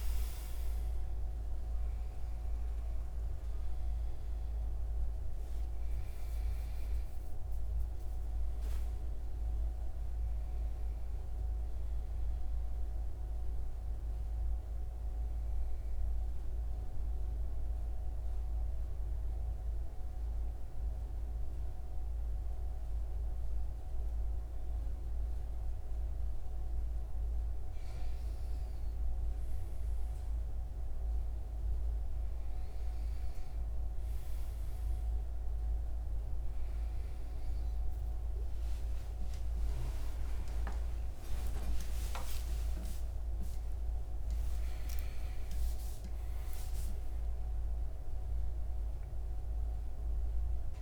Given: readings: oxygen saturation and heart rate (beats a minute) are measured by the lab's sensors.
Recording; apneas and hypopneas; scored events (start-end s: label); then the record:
breathing in sleep, hard to hear, by a room microphone; 1
0.00-9.00 s: oxygen desaturation (device-marked, oxygen 92% lowest, heart rate 76 extreme)
16.00-26.50 s: central apnea (oxygen 96% before, 92% lowest, heart rate 102 before, 65 extreme, up 9 after)
38.00-44.50 s: arousal
From the record:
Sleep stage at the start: N2 (light sleep); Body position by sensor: on the right side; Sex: male